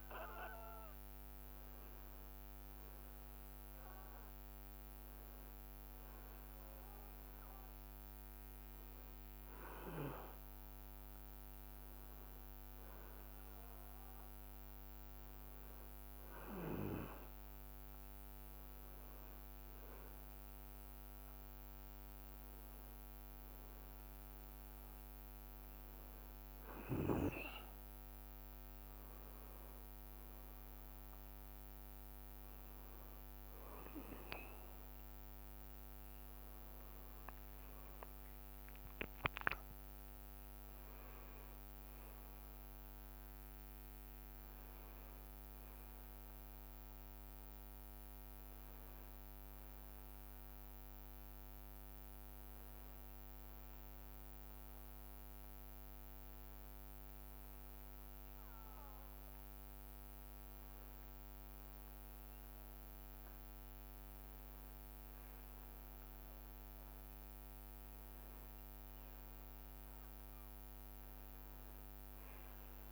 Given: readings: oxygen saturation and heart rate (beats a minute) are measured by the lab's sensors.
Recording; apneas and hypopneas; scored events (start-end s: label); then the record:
breathing in sleep by a microphone on the trachea; none
3.50-9.00 s: leg movement (device-marked)
10.00-17.00 s: leg movement (device-marked)
19.50-26.50 s: leg movement (device-marked)
28.50-37.00 s: leg movement (device-marked)
38.00-41.50 s: arousal
38.00-43.50 s: leg movement (device-marked)
45.50-53.50 s: leg movement (device-marked)
55.00-62.00 s: leg movement (device-marked)
65.00-72.92 s: leg movement (device-marked)
From the record:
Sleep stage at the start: N2 (light sleep); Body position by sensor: on the back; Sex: male